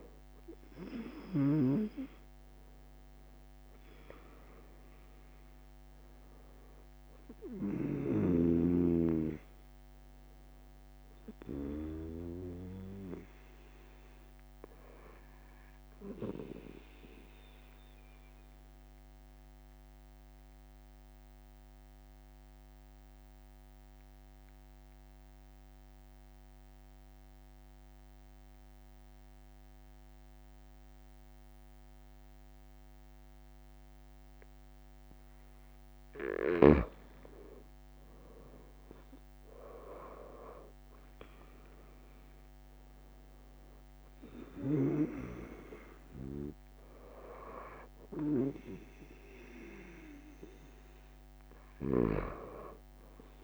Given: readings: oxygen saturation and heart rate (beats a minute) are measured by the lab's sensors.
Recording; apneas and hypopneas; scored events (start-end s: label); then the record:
breathing in sleep by a microphone on the trachea; 1
10.50-12.50 s: long interval between heartbeats (device-marked, heart rate 34 before, 47 extreme)
12.50-30.50 s: oxygen desaturation (device-marked, oxygen 95% before, 92% lowest)
16.00-18.00 s: long interval between heartbeats (device-marked, heart rate 32 before, 36 extreme)
17.50-36.00 s: obstructive apnea (oxygen 97% before, 92% lowest)
38.50-43.50 s: arousal
39.50-41.50 s: long interval between heartbeats (device-marked, heart rate 43 before, 37 extreme)
51.00-53.00 s: long interval between heartbeats (device-marked)
From the record:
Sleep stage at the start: N2 (light sleep); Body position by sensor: on the right side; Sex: male